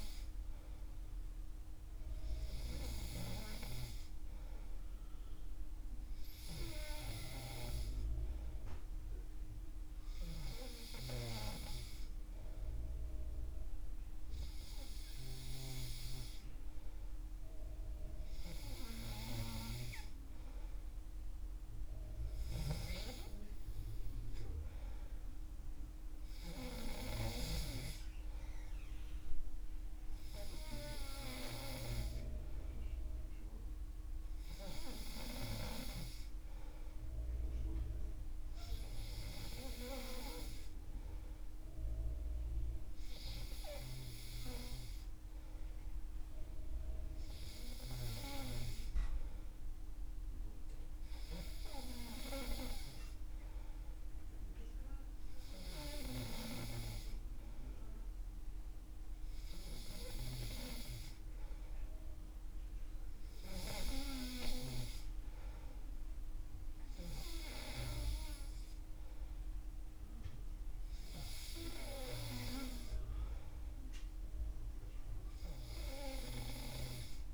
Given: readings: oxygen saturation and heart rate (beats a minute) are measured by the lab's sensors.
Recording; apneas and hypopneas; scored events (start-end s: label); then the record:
breathing in sleep by a room microphone; none
none scored
From the record:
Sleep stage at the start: N3 (deep sleep); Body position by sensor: on the back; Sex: male